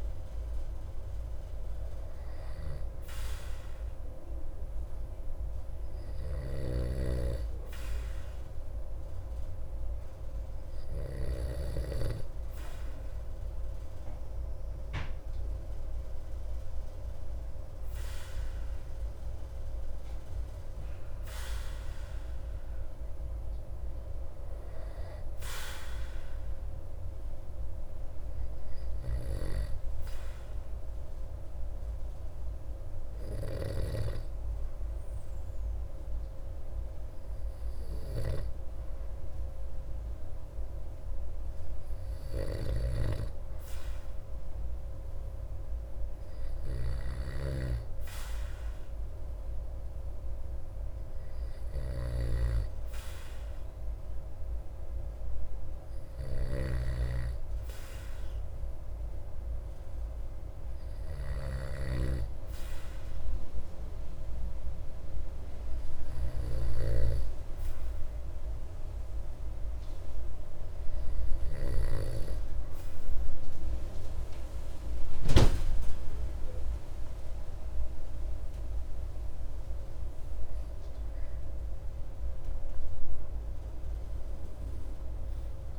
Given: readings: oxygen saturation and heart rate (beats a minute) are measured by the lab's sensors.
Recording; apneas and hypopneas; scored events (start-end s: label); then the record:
breathing in sleep by a room microphone; 2
6.50-12.00 s: snoring (device-marked)
20.50-24.00 s: arousal
28.50-44.50 s: hypopnea (oxygen 97% before, 95% lowest)
42.50-62.00 s: snoring (device-marked)
47.50-51.00 s: arousal
63.00-77.00 s: hypopnea (oxygen 97% before, 95% lowest)
78.50-83.50 s: arousal
From the record:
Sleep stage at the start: N2 (light sleep); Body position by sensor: on the back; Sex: male